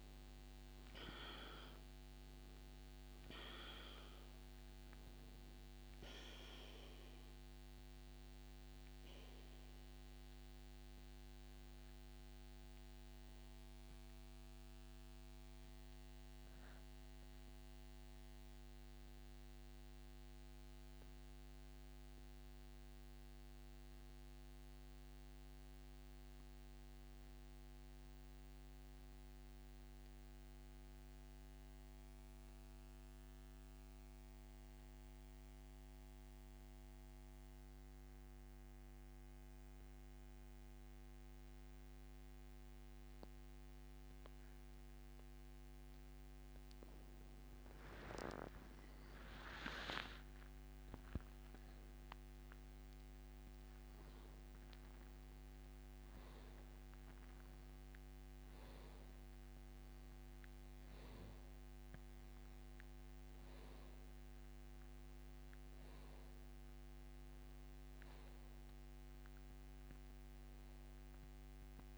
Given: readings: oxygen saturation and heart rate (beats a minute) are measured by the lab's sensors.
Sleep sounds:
breathing in sleep by a microphone on the trachea; 1
8.00-27.00 s: oxygen desaturation (device-marked, oxygen 95% before, 90% lowest, heart rate 84 before, 63 extreme)
11.00-45.50 s: central apnea (oxygen 98% before, 87% lowest, heart rate 84 before, 63 extreme, up 20 after)
48.00-52.50 s: arousal
From the record:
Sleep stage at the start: N2 (light sleep); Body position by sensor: on the back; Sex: male

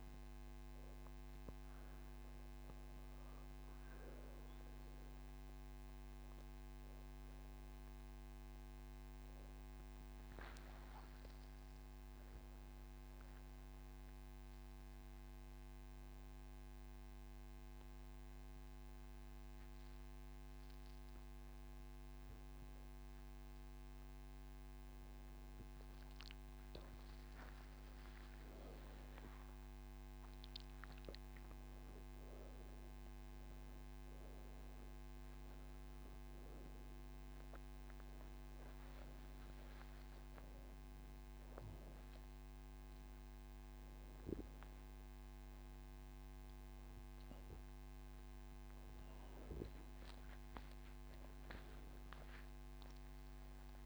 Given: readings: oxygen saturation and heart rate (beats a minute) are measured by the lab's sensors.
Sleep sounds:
breathing in sleep, hard to hear, by a microphone on the trachea; none
0.00-3.50 s: oxygen desaturation (device-marked, oxygen 95% lowest, heart rate 26 extreme)
From the record:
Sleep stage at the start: N1 (lightest sleep); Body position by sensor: on the right side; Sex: female

